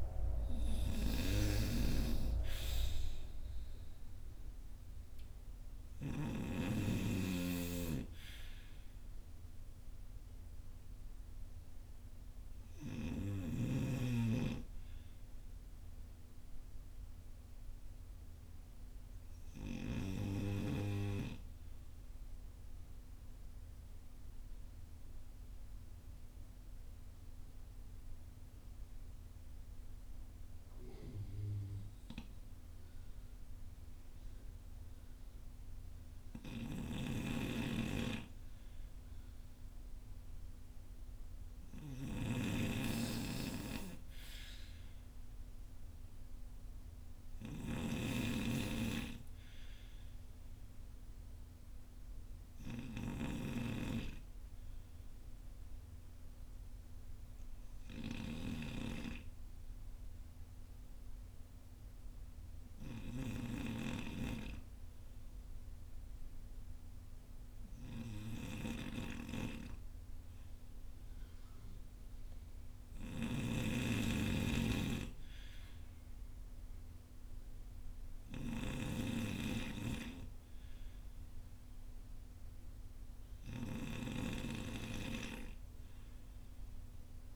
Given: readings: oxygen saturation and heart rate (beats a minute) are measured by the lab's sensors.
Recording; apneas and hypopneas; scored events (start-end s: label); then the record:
breathing in sleep by a room microphone; 2
0.00-33.50 s: oxygen desaturation (device-marked, oxygen 84% lowest, heart rate 44 extreme)
23.00-38.00 s: obstructive apnea (oxygen 95% before, 84% lowest, heart rate 51 before, 47 extreme, up 8 after)
40.00-44.50 s: arousal
52.50-69.00 s: obstructive apnea (oxygen 96% before, 83% lowest, heart rate 60 before, 47 extreme, up 14 after)
54.50-87.36 s: oxygen desaturation (device-marked, oxygen 95% before, 85% lowest, heart rate 60 before, 47 extreme)
72.00-76.00 s: arousal
From the record:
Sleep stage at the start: N2 (light sleep); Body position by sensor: on the front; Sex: male